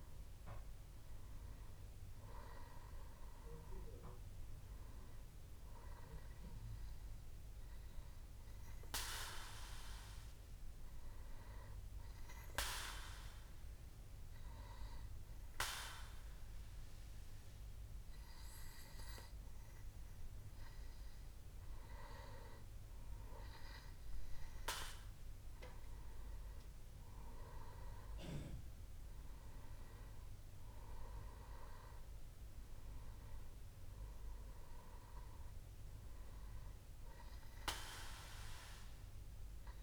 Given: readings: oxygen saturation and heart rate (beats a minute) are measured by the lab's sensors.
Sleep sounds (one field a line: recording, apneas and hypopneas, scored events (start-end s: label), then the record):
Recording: breathing in sleep by a room microphone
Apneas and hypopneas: 1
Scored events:
2.50-39.83 s: new sleep stage, N2 (light sleep)
3.00-7.00 s: arousal
12.50-22.50 s: hypopnea (oxygen 97% before, 93% lowest, heart rate 71 before, 65 extreme, up 5 after)
27.50-32.00 s: arousal
From the record:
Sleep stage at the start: N1 (lightest sleep)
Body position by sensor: on the back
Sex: male